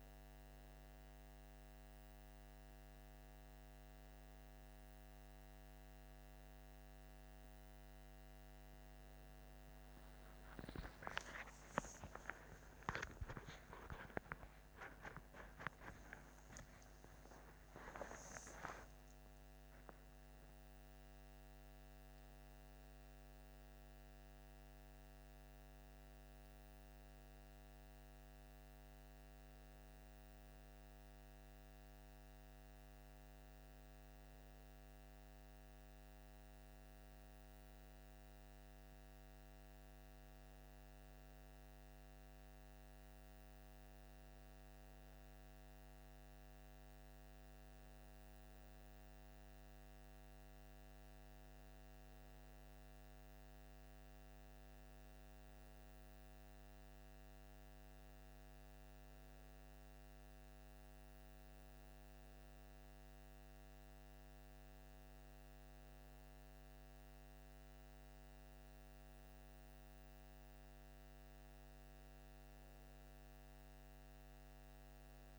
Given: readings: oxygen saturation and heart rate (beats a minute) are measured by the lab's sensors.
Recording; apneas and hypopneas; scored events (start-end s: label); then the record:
breathing in sleep by a microphone on the trachea; none
11.50-18.00 s: arousal
From the record:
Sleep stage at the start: N2 (light sleep); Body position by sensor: on the left side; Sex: male